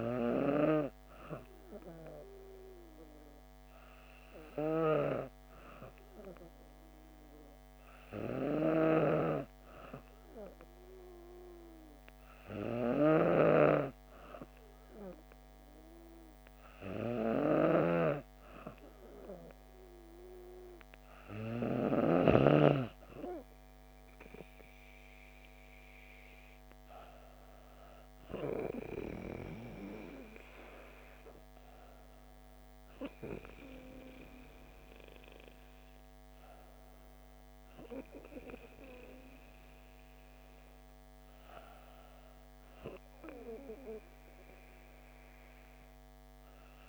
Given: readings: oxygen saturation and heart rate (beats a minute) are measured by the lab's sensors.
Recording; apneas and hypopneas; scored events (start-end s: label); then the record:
breathing in sleep by a microphone on the trachea; none
none scored
From the record:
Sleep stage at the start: N2 (light sleep); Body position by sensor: on the back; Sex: female